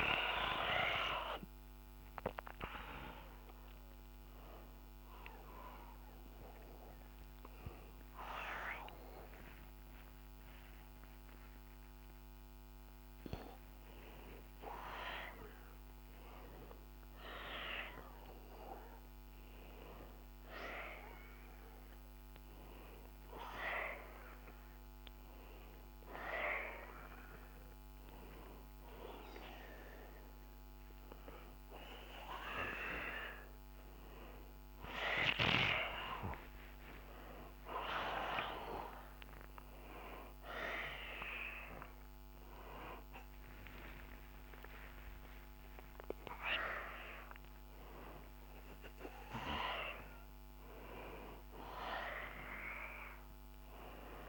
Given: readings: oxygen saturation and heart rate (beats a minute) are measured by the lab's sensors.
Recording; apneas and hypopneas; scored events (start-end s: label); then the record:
a person awake in a sleep study, by a microphone on the trachea; none
none scored
From the record:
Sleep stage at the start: awake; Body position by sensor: on the back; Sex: male